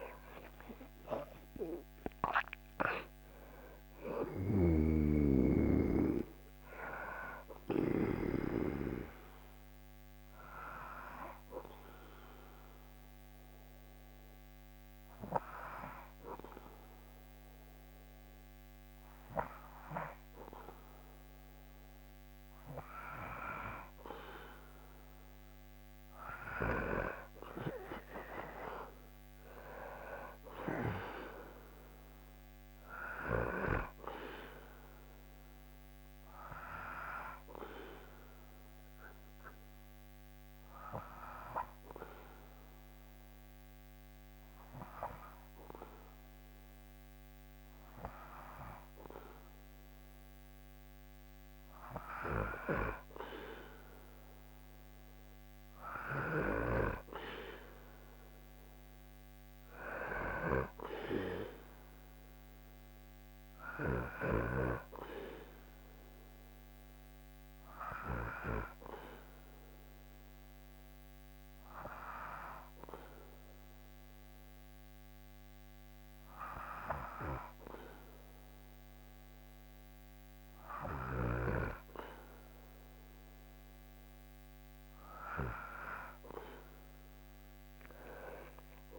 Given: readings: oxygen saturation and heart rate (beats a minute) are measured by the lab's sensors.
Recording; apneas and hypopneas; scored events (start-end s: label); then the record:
breathing in sleep by a microphone on the trachea; 3
7.00-21.00 s: hypopnea (oxygen 98% before, 95% lowest, heart rate 79 before, 73 extreme, up 1 after)
25.00-29.00 s: arousal
31.50-49.50 s: oxygen desaturation (device-marked, oxygen 99% before, 95% lowest, heart rate 75 before, 69 extreme)
36.50-50.50 s: hypopnea (oxygen 99% before, 95% lowest, heart rate 76 before, 69 extreme, up 4 after)
52.50-56.00 s: arousal
66.50-84.50 s: hypopnea (oxygen 98% before, 95% lowest, heart rate 75 before, 71 extreme, up 9 after)
87.00-88.99 s: arousal
From the record:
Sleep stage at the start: N2 (light sleep); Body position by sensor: on the back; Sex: male